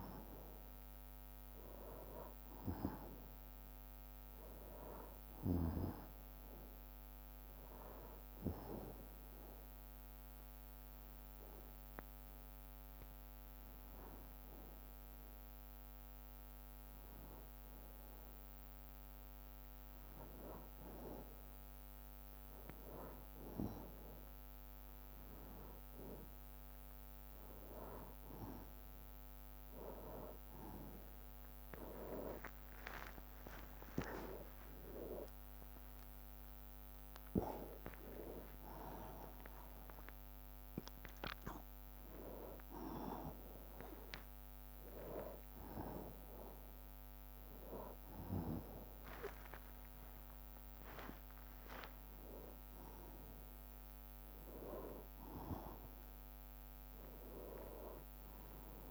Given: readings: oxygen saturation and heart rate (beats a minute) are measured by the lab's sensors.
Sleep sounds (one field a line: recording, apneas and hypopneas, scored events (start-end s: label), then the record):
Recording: a person awake in a sleep study, by a microphone on the trachea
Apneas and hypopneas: 1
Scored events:
9.00-20.50 s: hypopnea (oxygen 96% before, 93% lowest, heart rate 65 before, 61 extreme, up 0 after)
21.50-58.91 s: new sleep stage, awake
32.50-38.50 s: tachycardia (device-marked, heart rate 63 before, 129 extreme)
32.50-47.50 s: oxygen desaturation (device-marked, oxygen 97% before, 93% lowest, heart rate 62 before, 63 extreme)
34.50-49.50 s: drop in pulse transit time (device-marked, heart rate 63 before, 70 extreme)
35.50-37.50 s: long interval between heartbeats (device-marked, heart rate 65 before, 105 extreme)
46.00-48.00 s: long interval between heartbeats (device-marked, heart rate 84 before, 73 extreme)
From the record:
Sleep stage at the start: N2 (light sleep)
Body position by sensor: on the back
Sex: male